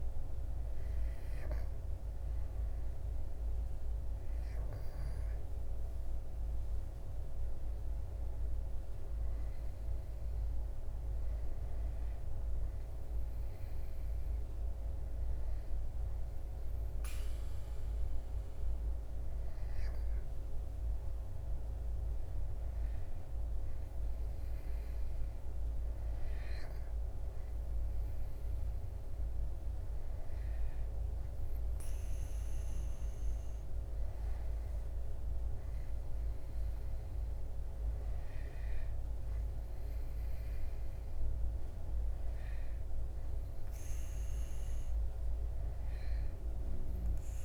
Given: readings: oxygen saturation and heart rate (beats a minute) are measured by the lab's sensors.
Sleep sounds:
breathing in sleep, hard to hear, by a room microphone; none
none scored
From the record:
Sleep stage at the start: N2 (light sleep); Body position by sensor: on the back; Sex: male

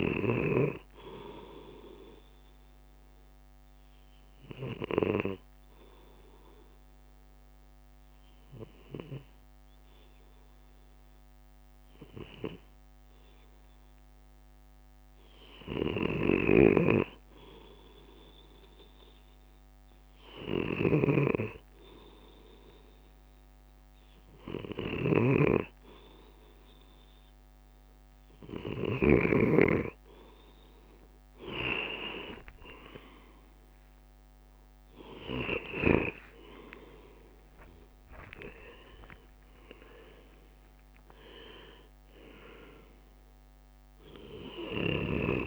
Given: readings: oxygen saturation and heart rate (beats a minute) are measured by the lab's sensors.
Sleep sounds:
breathing in sleep by a microphone on the trachea; 1
0.00-6.00 s: drop in pulse transit time (device-marked, heart rate 53 extreme)
3.50-15.00 s: obstructive apnea (oxygen 96% before, 93% lowest, heart rate 60 before, 53 extreme, up 6 after)
21.00-31.00 s: drop in pulse transit time (device-marked, heart rate 55 before, 57 extreme)
32.50-37.50 s: arousal
38.00-45.47 s: drop in pulse transit time (device-marked, heart rate 59 before, 57 extreme)
39.00-45.47 s: oxygen desaturation (device-marked, oxygen 96% before, 93% lowest, heart rate 60 before, 54 extreme)
From the record:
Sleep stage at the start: N2 (light sleep); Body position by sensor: on the left side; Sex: male

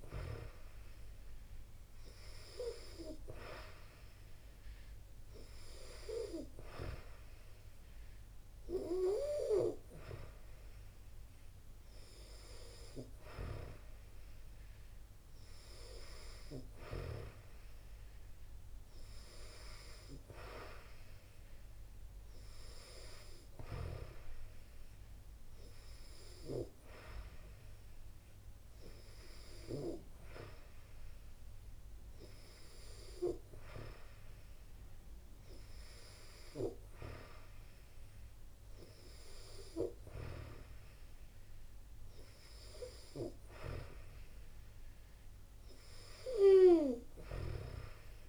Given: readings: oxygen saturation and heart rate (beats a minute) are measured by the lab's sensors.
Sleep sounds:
breathing in sleep by a room microphone; none
none scored
From the record:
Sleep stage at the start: N2 (light sleep); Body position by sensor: on the back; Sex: female

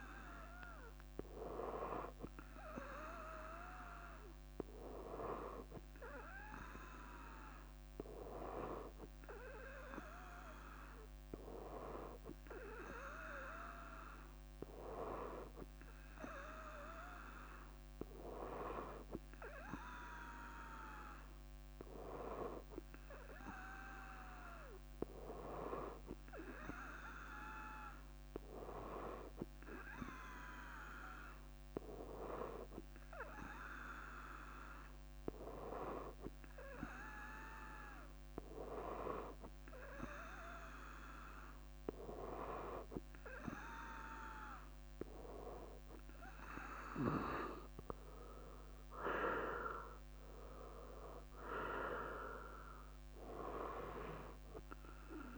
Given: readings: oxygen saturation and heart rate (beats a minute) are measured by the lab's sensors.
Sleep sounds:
breathing in sleep by a microphone on the trachea; none
0.00-1.00 s: leg movement (device-marked)
From the record:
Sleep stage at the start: N2 (light sleep); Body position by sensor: on the front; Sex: female

